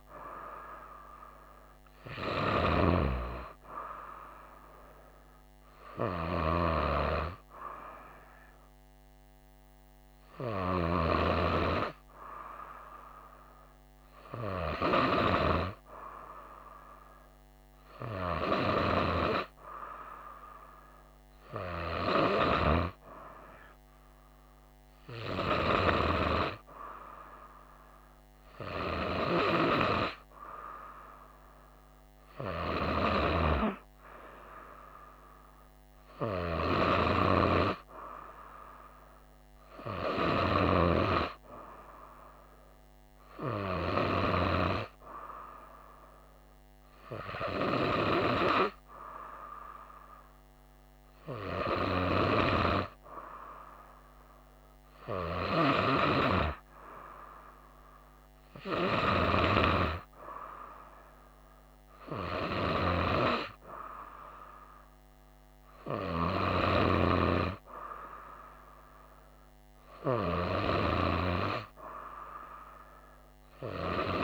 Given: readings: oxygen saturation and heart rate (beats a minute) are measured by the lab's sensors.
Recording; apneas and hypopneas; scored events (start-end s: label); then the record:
breathing in sleep by a microphone on the trachea; none
none scored
From the record:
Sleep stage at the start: N2 (light sleep); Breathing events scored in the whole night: 130 in 5.5 hours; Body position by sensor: on the right side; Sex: female